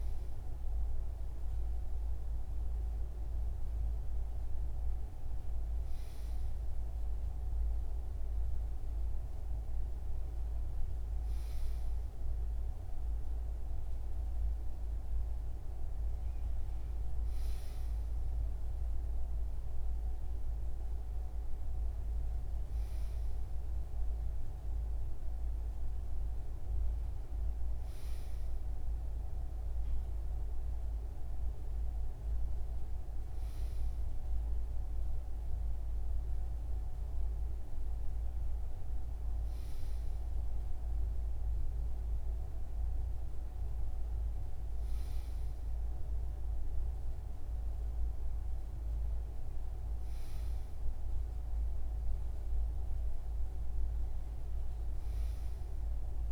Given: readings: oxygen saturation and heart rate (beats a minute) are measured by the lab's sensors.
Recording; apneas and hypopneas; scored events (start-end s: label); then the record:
breathing in sleep, hard to hear, by a room microphone; none
none scored
From the record:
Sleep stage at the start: N2 (light sleep); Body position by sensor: on the right side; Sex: male